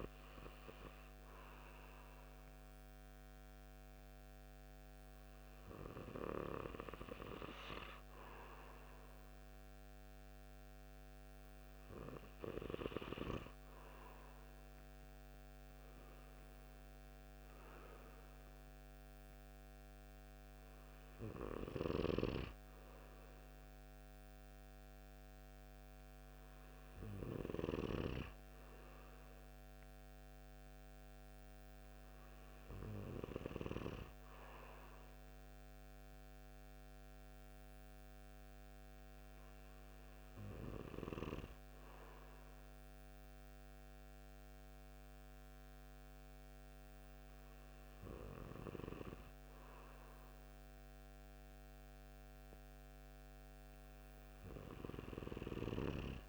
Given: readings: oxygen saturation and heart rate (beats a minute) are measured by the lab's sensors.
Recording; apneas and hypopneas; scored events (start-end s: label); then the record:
breathing in sleep by a microphone on the trachea; none
none scored
From the record:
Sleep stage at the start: N2 (light sleep); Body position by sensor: on the right side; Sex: male